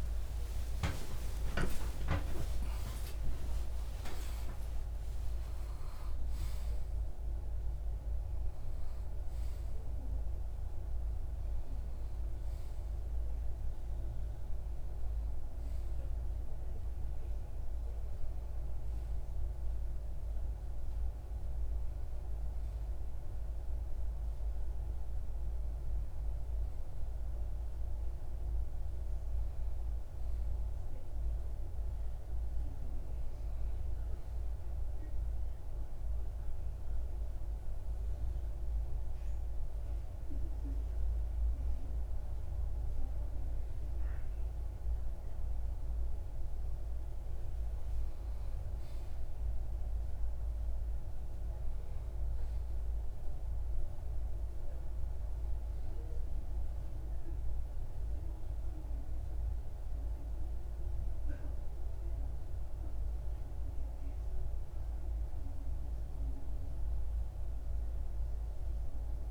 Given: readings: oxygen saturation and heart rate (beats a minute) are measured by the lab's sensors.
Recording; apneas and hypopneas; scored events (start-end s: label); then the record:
breathing in sleep, hard to hear, by a room microphone; none
0.00-21.00 s: oxygen desaturation (device-marked, oxygen 91% lowest, heart rate 26 extreme)
60.00-69.31 s: new sleep stage, N2 (light sleep)
From the record:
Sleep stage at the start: N1 (lightest sleep); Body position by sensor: on the left side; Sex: male